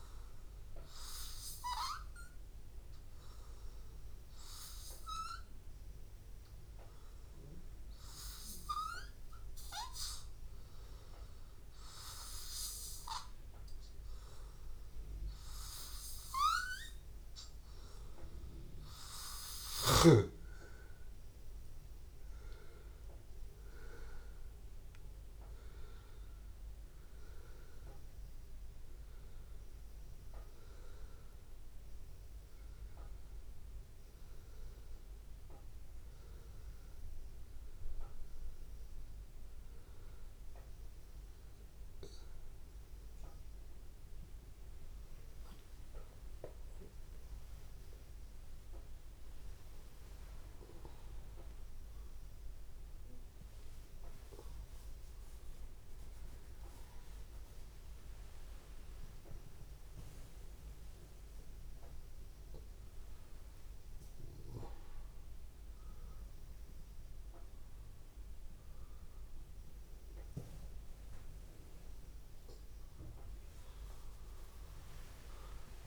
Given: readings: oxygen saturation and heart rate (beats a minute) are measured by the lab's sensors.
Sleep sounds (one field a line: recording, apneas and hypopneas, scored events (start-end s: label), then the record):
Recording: breathing in sleep by a room microphone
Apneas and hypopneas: 2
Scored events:
0.00-1.50 s: arousal
5.00-17.50 s: hypopnea (oxygen 96% before, 93% lowest, heart rate 83 before, 84 extreme, up 1 after)
20.00-23.00 s: arousal
29.00-42.00 s: hypopnea (oxygen 96% before, 94% lowest, heart rate 85 before, 85 extreme, up 2 after)
39.00-41.00 s: long interval between heartbeats (device-marked, heart rate 86 before, 87 extreme)
45.50-47.50 s: long interval between heartbeats (device-marked, heart rate 87 before, 88 extreme)
55.00-57.00 s: long interval between heartbeats (device-marked, heart rate 87 before, 106 extreme)
58.50-75.87 s: new sleep stage, awake
70.50-72.50 s: long interval between heartbeats (device-marked, heart rate 94 before, 88 extreme)
73.50-75.50 s: long interval between heartbeats (device-marked, heart rate 94 before, 99 extreme)
From the record:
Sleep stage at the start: N2 (light sleep)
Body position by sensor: on the back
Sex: male